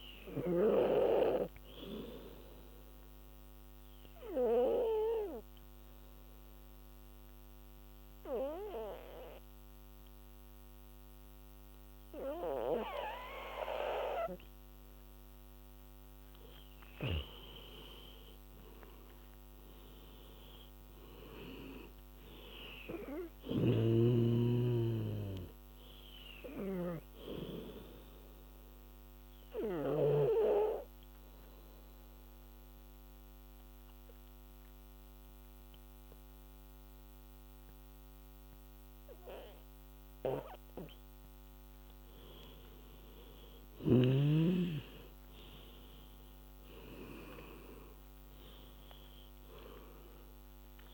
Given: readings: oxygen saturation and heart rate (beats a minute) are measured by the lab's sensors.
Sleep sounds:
breathing in sleep by a microphone on the trachea; 2
0.00-10.00 s: oxygen desaturation (device-marked, oxygen 90% lowest, heart rate 66 extreme)
3.00-15.00 s: obstructive apnea (oxygen 98% before, 88% lowest, heart rate 77 before, 66 extreme, up 10 after)
17.00-36.00 s: oxygen desaturation (device-marked, oxygen 99% before, 88% lowest, heart rate 78 before, 66 extreme)
18.00-22.50 s: arousal
27.50-41.00 s: obstructive apnea (oxygen 99% before, 88% lowest, heart rate 78 before, 68 extreme, up 15 after)
43.50-47.50 s: arousal
46.00-50.94 s: oxygen desaturation (device-marked, oxygen 99% before, 88% lowest, heart rate 72 before, 66 extreme)
From the record:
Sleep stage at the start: N2 (light sleep); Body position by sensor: on the back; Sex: female

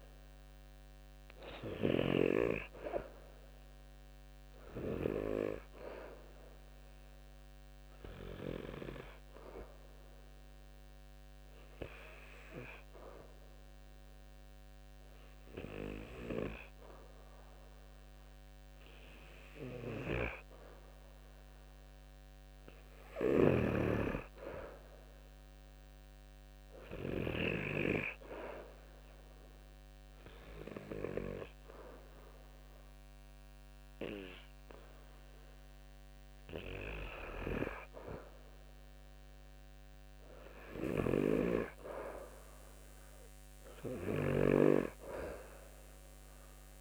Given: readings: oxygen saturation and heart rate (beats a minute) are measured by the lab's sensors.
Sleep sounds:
breathing in sleep by a microphone on the trachea; 1
0.00-6.50 s: oxygen desaturation (device-marked, oxygen 90% lowest, heart rate 69 extreme)
9.50-21.00 s: obstructive apnea (oxygen 95% before, 91% lowest, heart rate 72 before, 68 extreme, up 0 after)
24.50-28.50 s: arousal
40.50-44.00 s: snoring (device-marked)
From the record:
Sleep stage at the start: N2 (light sleep); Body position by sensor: on the back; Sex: male

